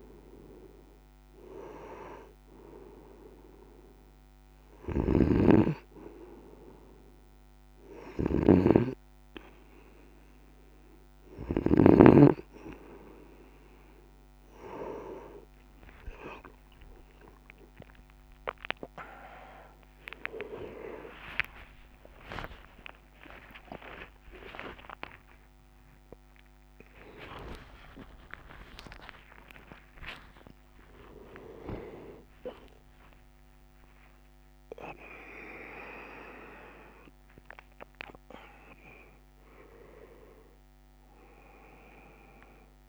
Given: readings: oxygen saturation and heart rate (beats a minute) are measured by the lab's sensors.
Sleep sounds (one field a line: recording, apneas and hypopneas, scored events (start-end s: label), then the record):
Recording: a person awake in a sleep study, by a microphone on the trachea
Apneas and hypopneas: none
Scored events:
4.50-12.00 s: snoring (device-marked)
8.50-38.50 s: new sleep stage, awake
38.50-42.89 s: new sleep stage, N1 (lightest sleep)
From the record:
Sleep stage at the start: N2 (light sleep)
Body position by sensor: on the right side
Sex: male